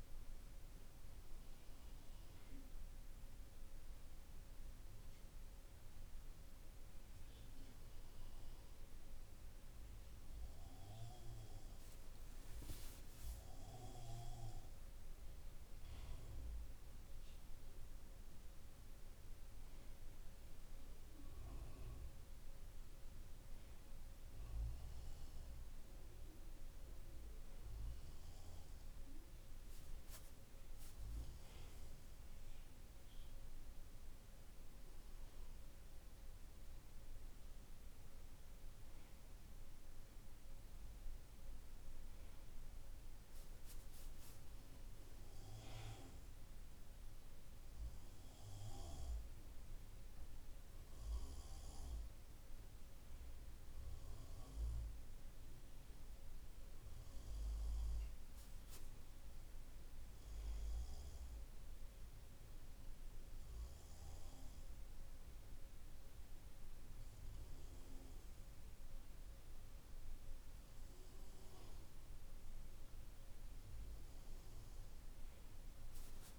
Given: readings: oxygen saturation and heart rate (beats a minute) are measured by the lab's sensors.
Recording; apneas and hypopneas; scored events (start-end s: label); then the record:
breathing in sleep, hard to hear, by a room microphone; none
16.00-76.38 s: new sleep stage, N2 (light sleep)
From the record:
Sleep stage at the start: N1 (lightest sleep); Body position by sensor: on the right side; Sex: male